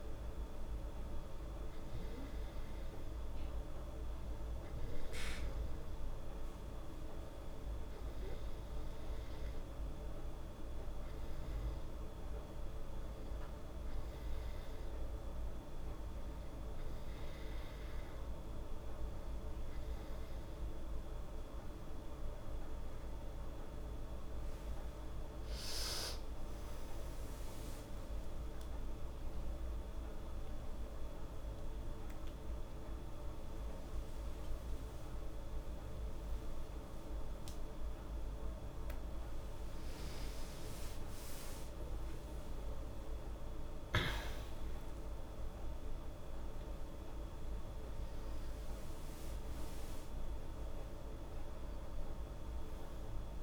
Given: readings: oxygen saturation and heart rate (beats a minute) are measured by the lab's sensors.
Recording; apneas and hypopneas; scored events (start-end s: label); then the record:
breathing in sleep, hard to hear, by a room microphone; none
29.00-35.50 s: arousal
35.50-53.43 s: new sleep stage, N1 (lightest sleep)
From the record:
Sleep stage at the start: N2 (light sleep); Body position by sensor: on the back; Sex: female